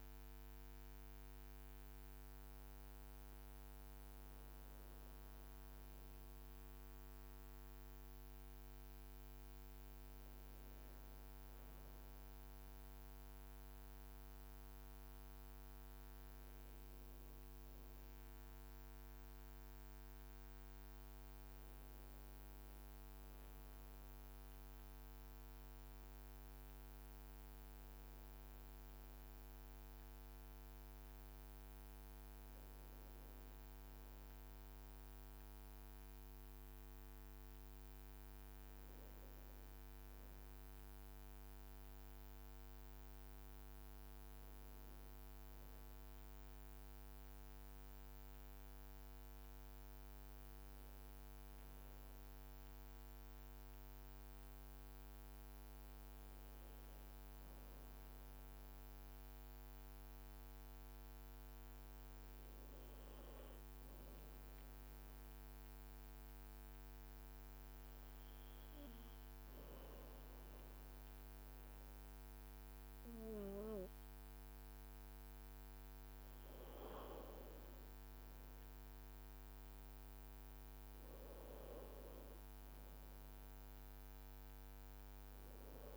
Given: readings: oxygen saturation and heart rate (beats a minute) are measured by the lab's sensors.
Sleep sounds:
breathing in sleep, hard to hear, by a microphone on the trachea; 1
39.50-43.50 s: arousal
39.50-85.97 s: new sleep stage, N2 (light sleep)
44.50-69.50 s: oxygen desaturation (device-marked, oxygen 97% before, 93% lowest, heart rate 55 before, 55 extreme)
47.50-73.50 s: hypopnea (oxygen 98% before, 91% lowest, heart rate 55 before, 55 extreme, up 3 after)
75.00-80.00 s: arousal
From the record:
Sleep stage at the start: N1 (lightest sleep); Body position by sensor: on the back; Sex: male

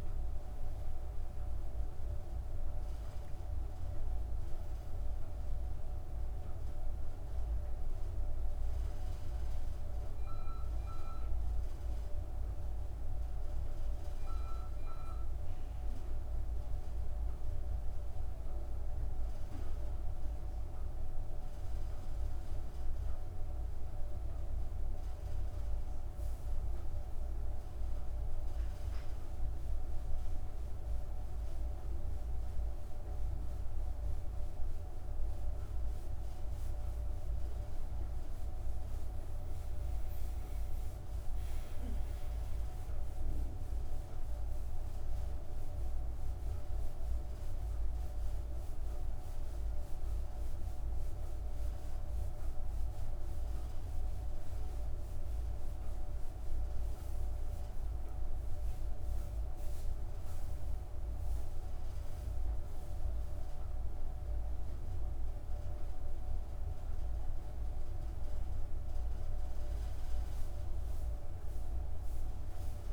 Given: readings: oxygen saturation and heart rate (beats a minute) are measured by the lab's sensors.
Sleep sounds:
breathing in sleep, hard to hear, by a room microphone; none
none scored
From the record:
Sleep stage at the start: N2 (light sleep); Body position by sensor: on the back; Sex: female

